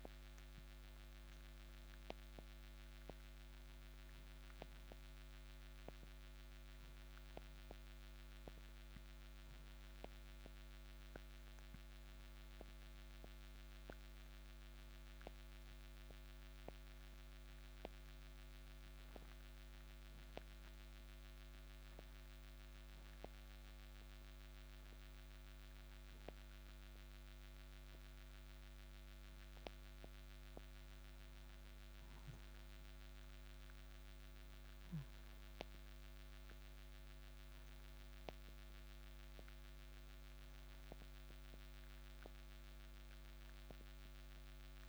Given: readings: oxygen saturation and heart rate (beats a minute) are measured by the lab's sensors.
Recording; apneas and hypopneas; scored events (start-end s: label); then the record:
breathing in sleep by a microphone on the trachea; 1
21.00-32.00 s: obstructive apnea (oxygen 95% before, 92% lowest, heart rate 64 before, 60 extreme, up 7 after)
37.50-42.00 s: arousal
From the record:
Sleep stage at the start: N2 (light sleep); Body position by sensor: on the right side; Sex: male